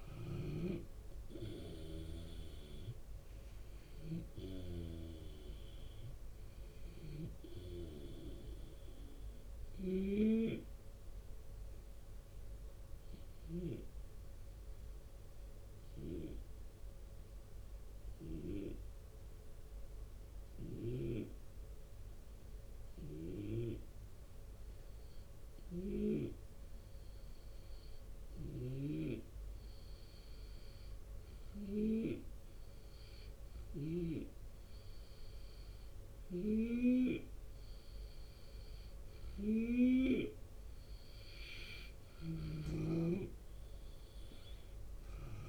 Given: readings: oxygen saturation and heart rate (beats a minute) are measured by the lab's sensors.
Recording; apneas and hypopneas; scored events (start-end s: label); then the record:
breathing in sleep by a room microphone; 1
0.00-14.50 s: drop in pulse transit time (device-marked, heart rate 76 extreme)
13.50-38.00 s: hypopnea (oxygen 92% before, 88% lowest, heart rate 79 before, 75 extreme, up 2 after)
25.00-42.00 s: snoring (device-marked)
38.50-45.49 s: oxygen desaturation (device-marked, oxygen 93% before, 89% lowest, heart rate 78 before, 76 extreme)
43.00-45.49 s: arousal
From the record:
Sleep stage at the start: N2 (light sleep); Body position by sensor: on the left side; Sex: male